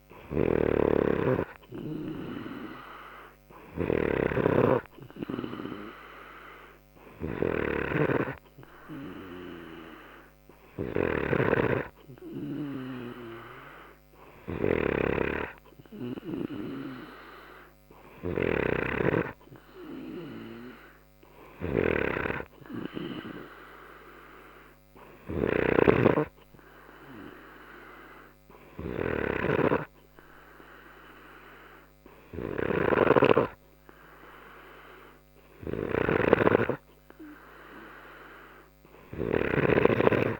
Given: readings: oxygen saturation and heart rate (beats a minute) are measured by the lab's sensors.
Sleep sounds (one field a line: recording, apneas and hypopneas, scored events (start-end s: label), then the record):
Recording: breathing in sleep by a microphone on the trachea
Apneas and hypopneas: none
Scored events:
0.00-19.00 s: snoring (device-marked)
25.00-33.00 s: snoring (device-marked)
39.00-40.40 s: snoring (device-marked)
From the record:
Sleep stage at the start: N2 (light sleep)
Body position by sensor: on the left side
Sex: male